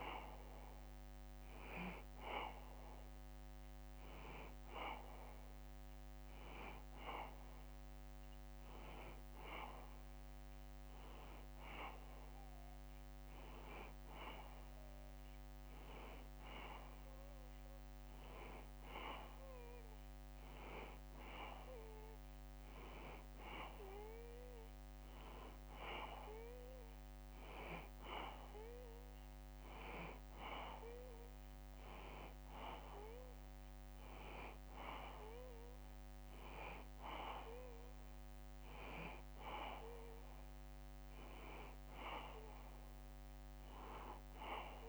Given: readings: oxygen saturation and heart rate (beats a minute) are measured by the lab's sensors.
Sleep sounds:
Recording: breathing in sleep by a microphone on the trachea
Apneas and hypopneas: none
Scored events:
37.50-41.50 s: arousal
From the record:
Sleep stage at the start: N2 (light sleep)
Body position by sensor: on the back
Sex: male

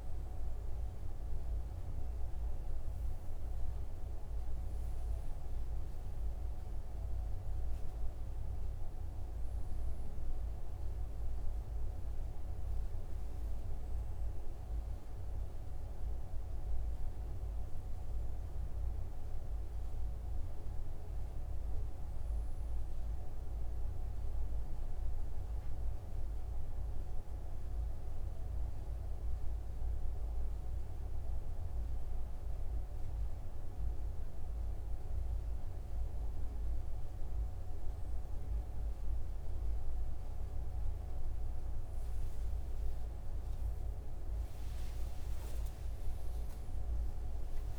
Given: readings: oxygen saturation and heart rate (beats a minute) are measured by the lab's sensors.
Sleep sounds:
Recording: a person awake in a sleep study, hard to hear, by a room microphone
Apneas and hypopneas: none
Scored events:
none scored
From the record:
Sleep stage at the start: awake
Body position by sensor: on the right side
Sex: male

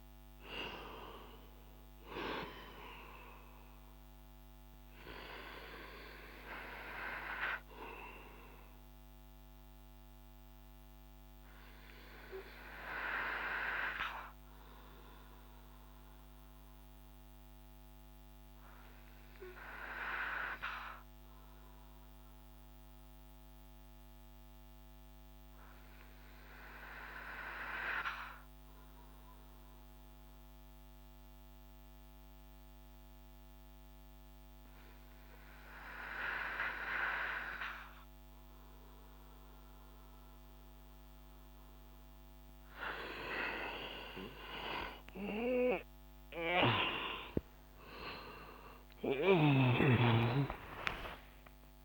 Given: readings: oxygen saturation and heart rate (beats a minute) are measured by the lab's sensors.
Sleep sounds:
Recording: breathing in sleep by a microphone on the trachea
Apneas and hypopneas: 1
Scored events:
9.50-41.50 s: obstructive apnea (oxygen 97% before, 91% lowest)
15.50-30.50 s: oxygen desaturation (device-marked, oxygen 95% before, 91% lowest)
45.00-50.50 s: arousal
From the record:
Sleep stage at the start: N2 (light sleep)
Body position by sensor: on the back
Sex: male

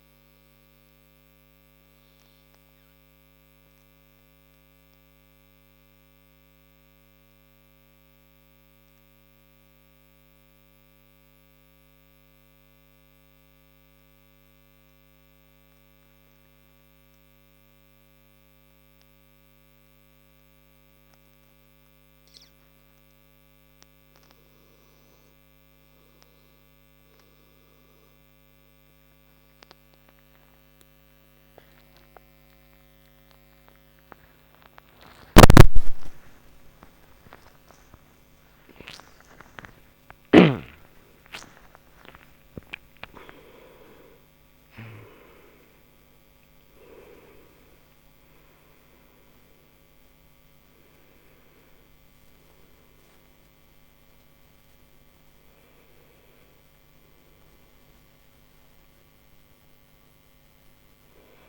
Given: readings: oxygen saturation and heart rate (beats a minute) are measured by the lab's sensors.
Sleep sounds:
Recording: a person partly awake in a sleep study, by a microphone on the trachea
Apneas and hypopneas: 1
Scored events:
1.50-22.50 s: obstructive apnea (oxygen 100% before, 89% lowest)
14.50-44.50 s: new sleep stage, awake
19.50-42.50 s: oxygen desaturation (device-marked, oxygen 98% before, 89% lowest)
29.50-40.50 s: tachycardia (device-marked, heart rate 39 before, 179 extreme)
44.50-61.49 s: new sleep stage, N2 (light sleep)
From the record:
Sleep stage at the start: N2 (light sleep)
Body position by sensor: on the right side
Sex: male

